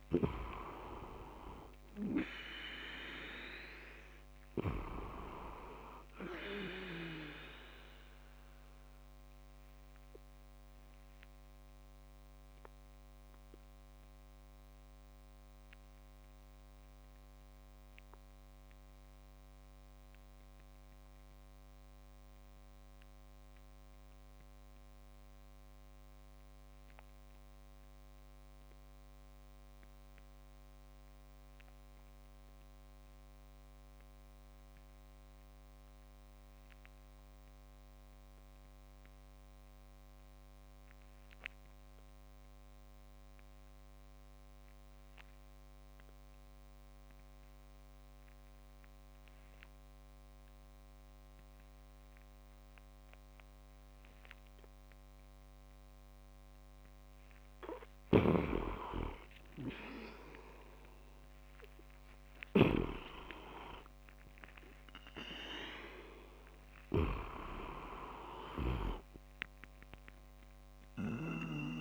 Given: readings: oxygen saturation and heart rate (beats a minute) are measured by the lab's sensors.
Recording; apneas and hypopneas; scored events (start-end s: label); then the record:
breathing in sleep by a microphone on the trachea; 1
0.00-2.00 s: arousal
0.00-16.00 s: oxygen desaturation (device-marked, oxygen 97% before, 93% lowest, heart rate 60 before, 53 extreme)
10.00-54.00 s: obstructive apnea (oxygen 98% before, 89% lowest, heart rate 64 before, 53 extreme, up 14 after)
18.00-38.00 s: oxygen desaturation (device-marked, oxygen 94% before, 89% lowest, heart rate 64 before, 53 extreme)
55.00-71.81 s: oxygen desaturation (device-marked, oxygen 99% before, 93% lowest, heart rate 56 before, 52 extreme)
57.50-67.00 s: snoring (device-marked)
58.00-62.50 s: arousal
From the record:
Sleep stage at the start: N2 (light sleep); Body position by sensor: on the back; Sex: male